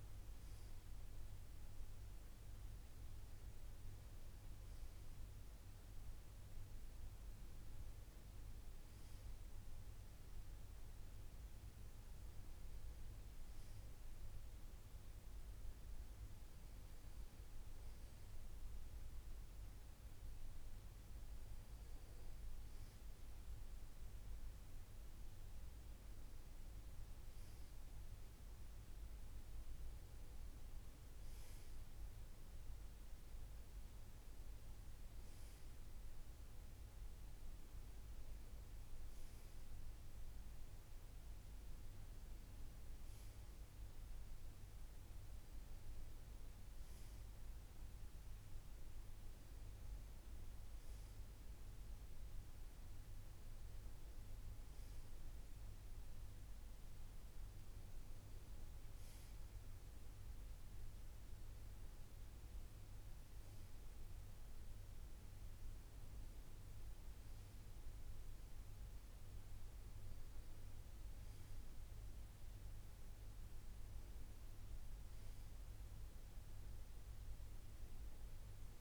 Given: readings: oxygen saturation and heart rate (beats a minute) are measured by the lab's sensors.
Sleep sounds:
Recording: breathing in sleep, hard to hear, by a room microphone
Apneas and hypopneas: none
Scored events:
none scored
From the record:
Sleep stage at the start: N2 (light sleep)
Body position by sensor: on the right side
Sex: male

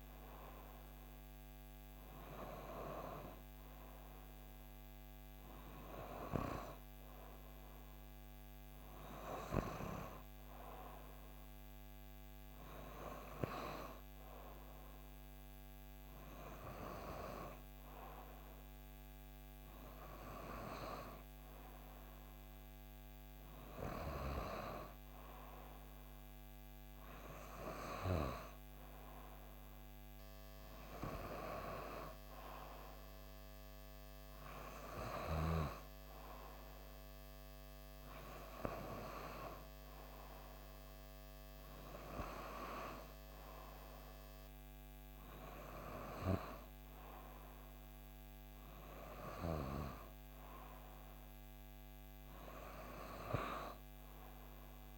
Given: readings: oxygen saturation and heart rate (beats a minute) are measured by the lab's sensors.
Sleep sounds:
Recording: breathing in sleep by a microphone on the trachea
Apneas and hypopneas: none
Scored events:
none scored
From the record:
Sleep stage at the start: N3 (deep sleep)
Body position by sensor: on the back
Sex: female

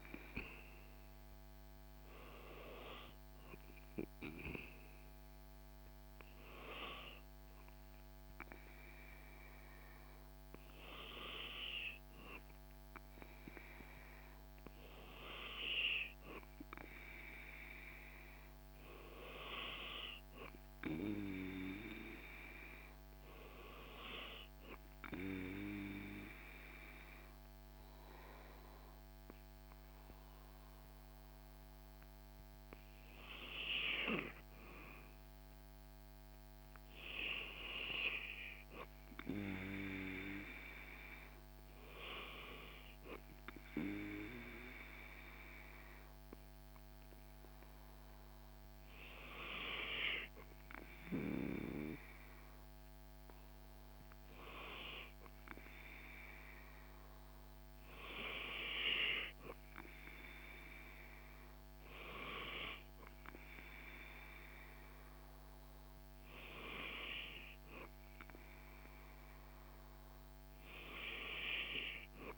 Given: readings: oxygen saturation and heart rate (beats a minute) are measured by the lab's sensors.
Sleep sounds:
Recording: breathing in sleep by a microphone on the trachea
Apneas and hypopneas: 1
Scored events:
24.00-34.00 s: obstructive apnea (oxygen 97% before, 93% lowest, heart rate 76 before, 74 extreme, up 0 after)
36.50-39.50 s: arousal
42.00-52.00 s: oxygen desaturation (device-marked, oxygen 96% before, 93% lowest, heart rate 78 before, 77 extreme)
From the record:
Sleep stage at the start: N2 (light sleep)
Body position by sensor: on the back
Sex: male

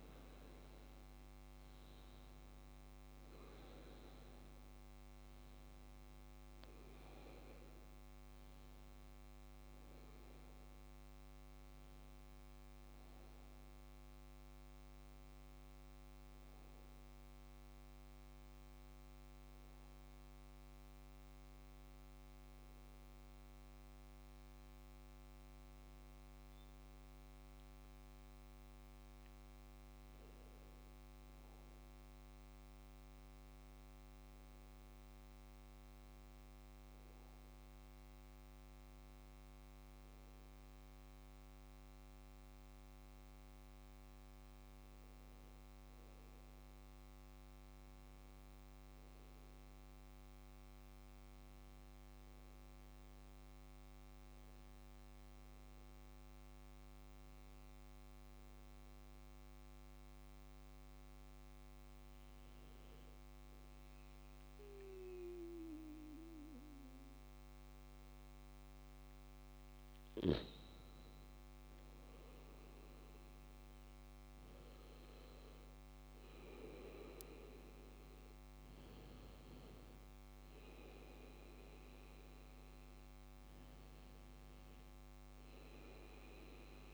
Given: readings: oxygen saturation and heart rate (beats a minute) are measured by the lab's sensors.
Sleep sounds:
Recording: breathing in sleep, hard to hear, by a microphone on the trachea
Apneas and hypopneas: 1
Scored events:
0.00-4.00 s: oxygen desaturation (device-marked, oxygen 91% lowest, heart rate 53 extreme)
18.00-69.00 s: hypopnea (oxygen 95% before, 91% lowest, heart rate 65 before, 54 extreme, up 4 after)
70.00-86.94 s: oxygen desaturation (device-marked, oxygen 99% before, 96% lowest, heart rate 56 before, 53 extreme)
72.00-75.50 s: arousal
From the record:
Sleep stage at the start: REM sleep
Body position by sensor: on the back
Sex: male

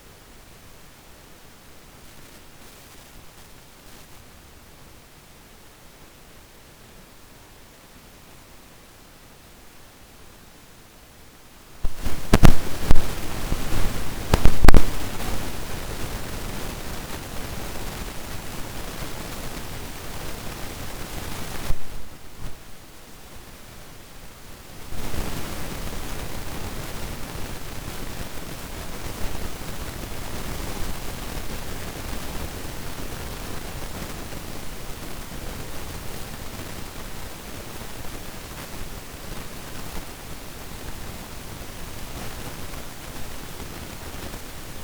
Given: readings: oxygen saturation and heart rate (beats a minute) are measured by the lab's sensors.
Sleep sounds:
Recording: breathing in sleep by a microphone on the trachea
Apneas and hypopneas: none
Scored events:
10.00-15.00 s: arousal
From the record:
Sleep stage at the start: N2 (light sleep)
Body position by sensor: on the back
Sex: male

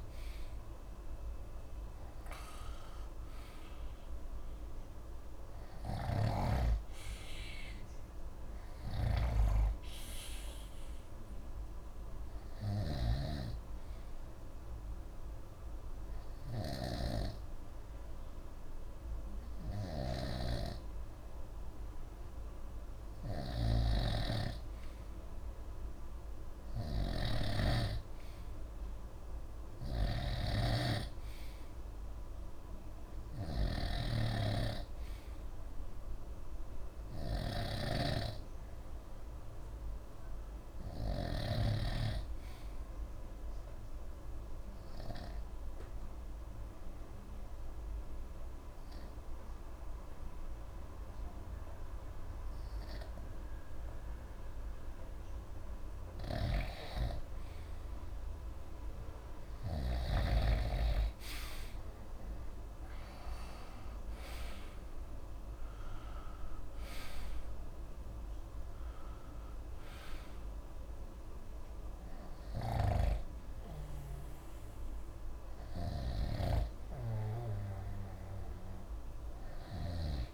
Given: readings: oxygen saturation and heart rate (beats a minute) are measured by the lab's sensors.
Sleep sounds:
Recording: breathing in sleep by a room microphone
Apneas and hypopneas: 2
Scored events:
6.00-10.00 s: arousal
6.00-41.50 s: snoring (device-marked)
15.00-26.00 s: hypopnea (oxygen 93% before, 89% lowest, heart rate 63 before, 61 extreme, up 1 after)
28.00-31.50 s: arousal
43.50-56.00 s: obstructive apnea (oxygen 95% before, 89% lowest, heart rate 64 before, 60 extreme, up 2 after)
56.00-60.00 s: snoring (device-marked)
57.50-60.00 s: arousal
72.50-80.33 s: snoring (device-marked)
From the record:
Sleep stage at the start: N2 (light sleep)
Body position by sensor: on the right side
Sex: male

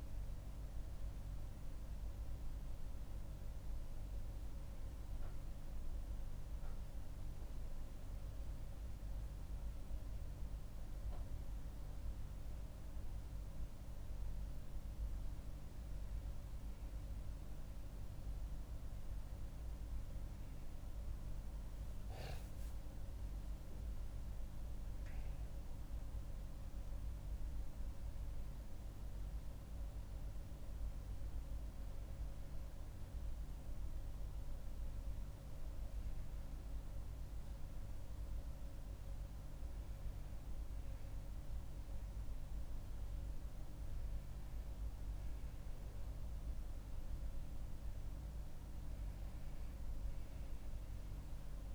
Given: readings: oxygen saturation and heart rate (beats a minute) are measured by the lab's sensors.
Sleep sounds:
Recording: breathing in sleep, hard to hear, by a room microphone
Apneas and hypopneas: none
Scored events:
22.50-26.50 s: arousal
From the record:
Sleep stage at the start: N1 (lightest sleep)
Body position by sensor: on the back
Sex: female

